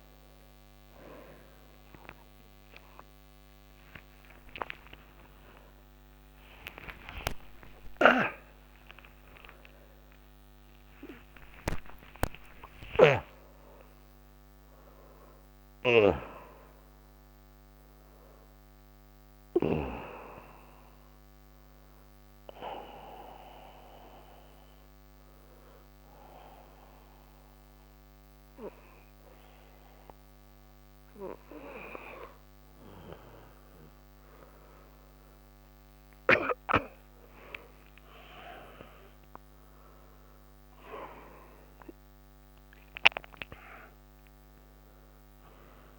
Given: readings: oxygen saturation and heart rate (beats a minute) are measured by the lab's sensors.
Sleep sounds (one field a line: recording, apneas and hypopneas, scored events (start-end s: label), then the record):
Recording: a person partly awake in a sleep study, by a microphone on the trachea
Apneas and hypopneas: 1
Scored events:
7.00-13.50 s: snoring (device-marked)
19.00-45.99 s: new sleep stage, N1 (lightest sleep)
20.50-33.00 s: obstructive apnea (oxygen 93% before, 92% lowest)
34.50-39.00 s: arousal
From the record:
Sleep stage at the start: awake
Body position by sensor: on the back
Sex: male